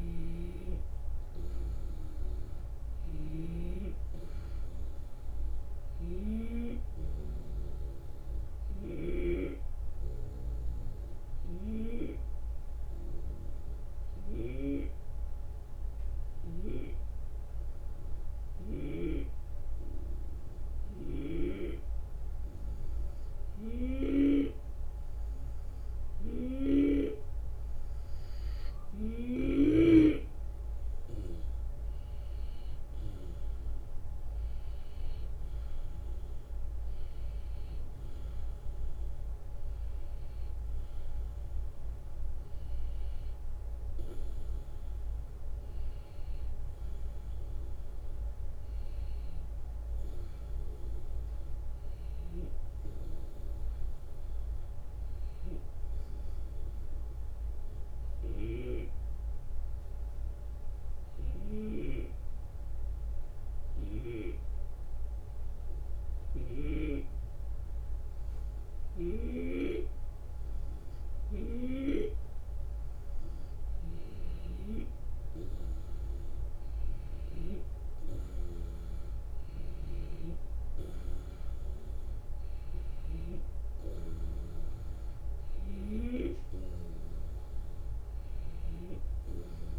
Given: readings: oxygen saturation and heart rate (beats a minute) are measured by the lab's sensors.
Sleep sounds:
breathing in sleep by a room microphone; 2
0.00-9.00 s: snoring (device-marked)
8.00-26.00 s: obstructive apnea (oxygen 94% before, 91% lowest, heart rate 77 before, 74 extreme, up 3 after)
11.00-19.00 s: snoring (device-marked)
23.50-29.50 s: snoring (device-marked)
30.50-34.50 s: arousal
33.00-50.00 s: drop in pulse transit time (device-marked, heart rate 76 before, 77 extreme)
55.50-71.50 s: obstructive apnea (oxygen 94% before, 91% lowest, heart rate 79 before, 75 extreme, up 5 after)
61.00-66.50 s: snoring (device-marked)
68.50-74.50 s: snoring (device-marked)
75.00-80.50 s: arousal
From the record:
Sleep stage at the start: N2 (light sleep); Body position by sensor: on the back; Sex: male

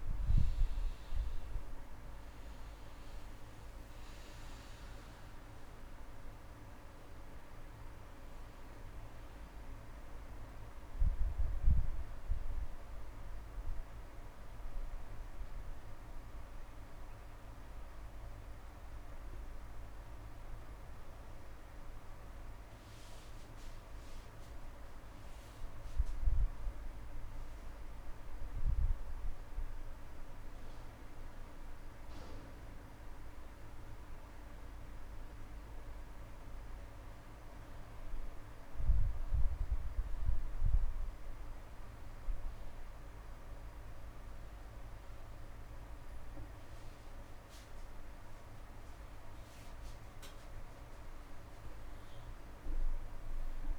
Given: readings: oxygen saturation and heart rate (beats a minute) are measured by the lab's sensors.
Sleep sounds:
breathing in sleep, hard to hear, by a room microphone; none
0.00-1.50 s: arousal
7.00-9.00 s: long interval between heartbeats (device-marked)
13.50-23.50 s: oxygen desaturation (device-marked, oxygen 98% before, 95% lowest)
25.00-27.00 s: long interval between heartbeats (device-marked)
From the record:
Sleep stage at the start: N2 (light sleep); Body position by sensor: upright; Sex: male

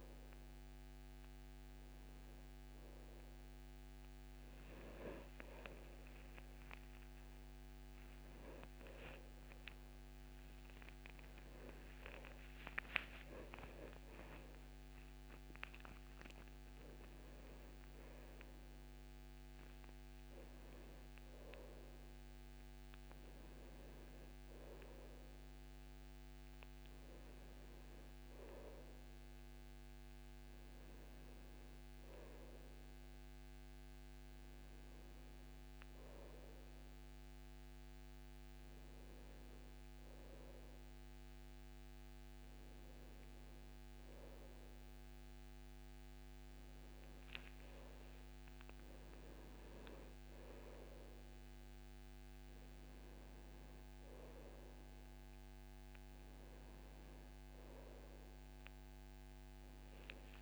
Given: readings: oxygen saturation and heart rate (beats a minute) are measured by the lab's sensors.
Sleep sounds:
a person awake in a sleep study, by a microphone on the trachea; none
none scored
From the record:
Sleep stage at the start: awake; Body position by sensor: on the back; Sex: male

